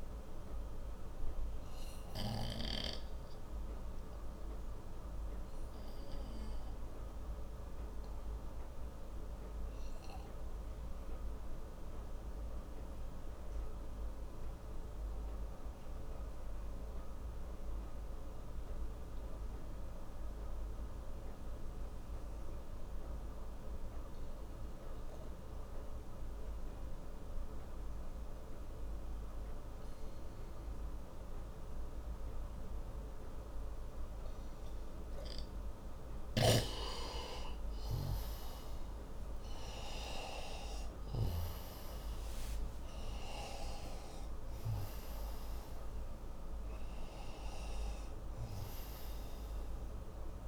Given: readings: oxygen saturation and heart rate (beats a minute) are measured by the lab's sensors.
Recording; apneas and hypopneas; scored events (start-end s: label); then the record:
breathing in sleep by a room microphone; 1
0.00-20.00 s: oxygen desaturation (device-marked, oxygen 88% lowest)
0.50-35.50 s: obstructive apnea (oxygen 97% before, 88% lowest)
32.00-50.48 s: oxygen desaturation (device-marked, oxygen 98% before, 88% lowest)
37.50-41.00 s: arousal
From the record:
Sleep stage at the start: N2 (light sleep); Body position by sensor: on the right side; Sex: male